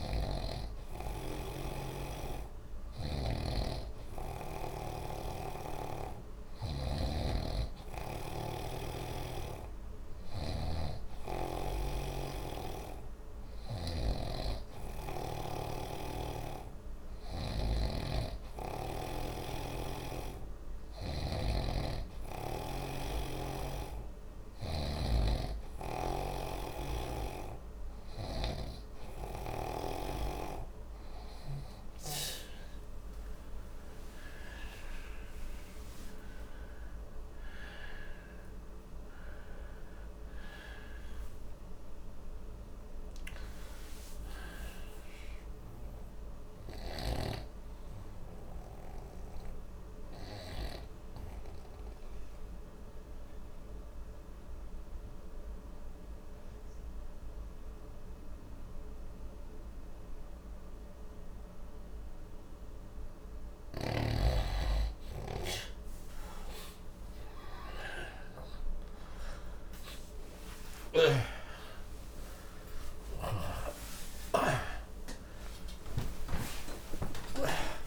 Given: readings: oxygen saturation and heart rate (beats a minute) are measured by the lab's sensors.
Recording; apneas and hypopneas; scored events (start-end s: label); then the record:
breathing in sleep by a room microphone; 1
2.50-7.00 s: snoring (device-marked)
14.00-17.50 s: snoring (device-marked)
24.50-28.50 s: snoring (device-marked)
33.00-38.50 s: arousal
46.50-63.00 s: obstructive apnea (oxygen 94% before, 93% lowest)
68.50-76.50 s: arousal
71.00-77.87 s: oxygen desaturation (device-marked, oxygen 97% before, 93% lowest)
From the record:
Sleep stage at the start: N2 (light sleep); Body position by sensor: on the right side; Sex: male